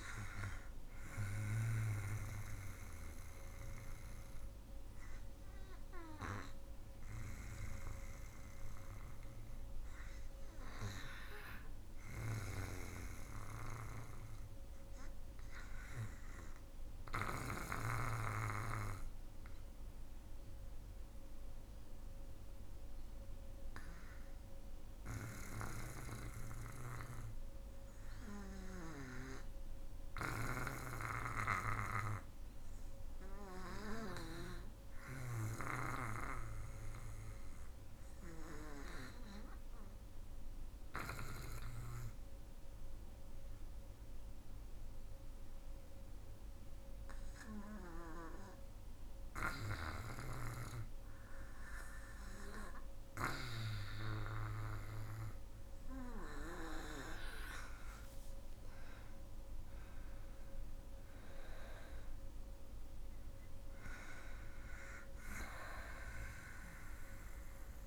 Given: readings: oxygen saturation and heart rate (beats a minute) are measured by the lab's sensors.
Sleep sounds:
breathing in sleep by a room microphone; 1
0.00-11.00 s: oxygen desaturation (device-marked, oxygen 88% lowest, heart rate 51 extreme)
0.50-54.50 s: obstructive apnea (oxygen 97% before, 86% lowest, heart rate 60 before, 51 extreme, up 18 after)
31.00-67.87 s: oxygen desaturation (device-marked, oxygen 98% before, 86% lowest, heart rate 56 before, 51 extreme)
57.00-62.00 s: arousal
From the record:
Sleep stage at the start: REM sleep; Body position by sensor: on the back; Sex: female

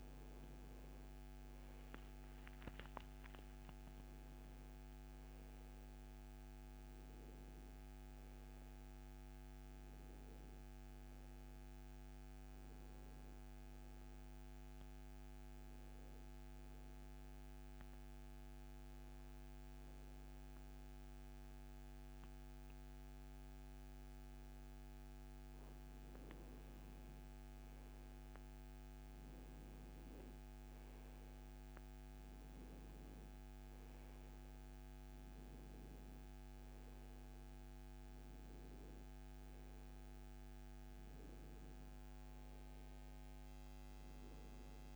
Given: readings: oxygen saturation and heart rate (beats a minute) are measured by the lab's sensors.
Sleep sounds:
breathing in sleep, hard to hear, by a microphone on the trachea; 1
0.00-2.50 s: oxygen desaturation (device-marked, oxygen 90% lowest, heart rate 68 extreme)
16.00-26.00 s: obstructive apnea (oxygen 95% before, 87% lowest, heart rate 76 before, 68 extreme, up 4 after)
28.00-32.50 s: arousal
31.50-44.96 s: oxygen desaturation (device-marked, oxygen 95% before, 87% lowest, heart rate 73 before, 68 extreme)
From the record:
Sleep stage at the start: N1 (lightest sleep); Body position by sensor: on the back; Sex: male

